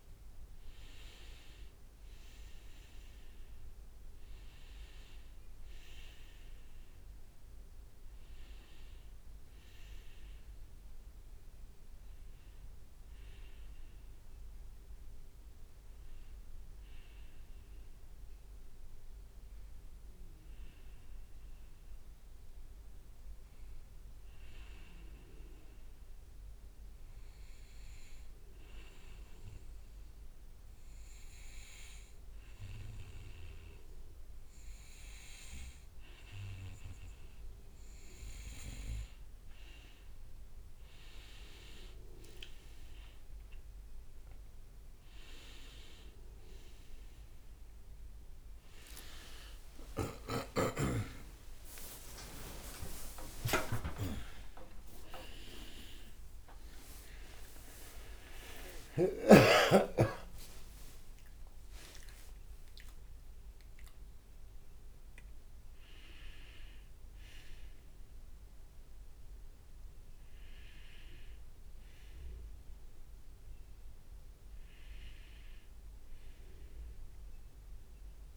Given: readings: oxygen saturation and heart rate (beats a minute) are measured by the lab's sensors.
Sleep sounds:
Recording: a person partly awake in a sleep study, by a room microphone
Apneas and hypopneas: 1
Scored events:
0.00-3.00 s: arousal
21.00-38.00 s: hypopnea (oxygen 98% before, 94% lowest, heart rate 69 before, 61 extreme, up 7 after)
35.50-56.50 s: oxygen desaturation (device-marked, oxygen 98% before, 94% lowest, heart rate 65 before, 67 extreme)
51.50-78.36 s: new sleep stage, awake
From the record:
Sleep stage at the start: N2 (light sleep)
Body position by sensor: on the back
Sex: male

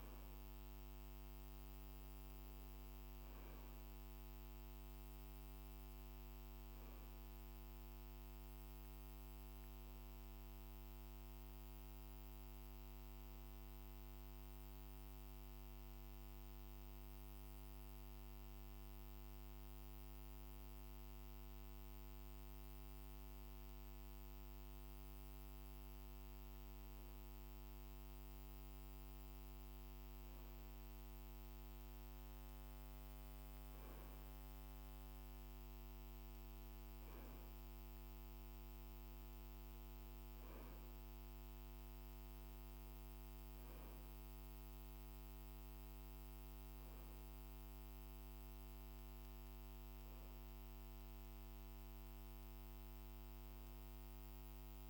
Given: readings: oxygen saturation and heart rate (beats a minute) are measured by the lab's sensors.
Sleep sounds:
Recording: breathing in sleep, hard to hear, by a microphone on the trachea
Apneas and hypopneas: 1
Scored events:
0.00-9.50 s: oxygen desaturation (device-marked, oxygen 95% lowest, heart rate 48 extreme)
11.00-25.00 s: hypopnea (oxygen 98% before, 94% lowest, heart rate 50 before, 48 extreme, up 3 after)
27.50-30.50 s: arousal
From the record:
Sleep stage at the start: N2 (light sleep)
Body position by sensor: on the right side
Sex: male

